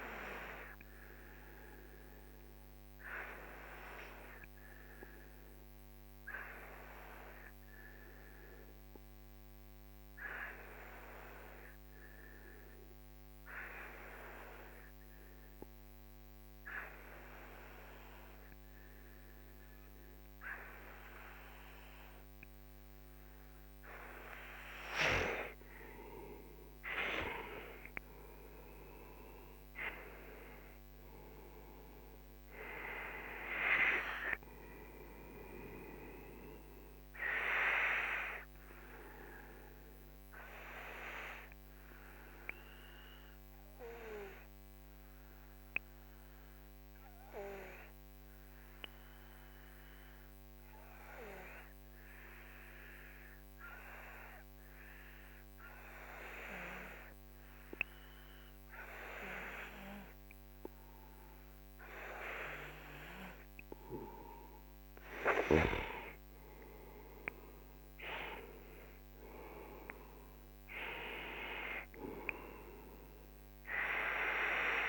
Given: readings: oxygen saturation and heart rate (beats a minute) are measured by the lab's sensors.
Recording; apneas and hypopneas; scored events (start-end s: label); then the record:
breathing in sleep by a microphone on the trachea; 2
0.50-24.00 s: obstructive apnea (oxygen 96% before, 93% lowest, heart rate 56 before, 41 extreme, up 12 after)
25.50-50.50 s: oxygen desaturation (device-marked, oxygen 97% before, 93% lowest, heart rate 49 before, 41 extreme)
27.00-31.50 s: arousal
39.50-64.50 s: obstructive apnea (oxygen 97% before, 93% lowest, heart rate 57 before, 41 extreme, up 11 after)
66.00-71.50 s: arousal
68.50-74.89 s: oxygen desaturation (device-marked, oxygen 98% before, 93% lowest, heart rate 51 before, 43 extreme)
From the record:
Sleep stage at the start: N2 (light sleep); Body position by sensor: on the right side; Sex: male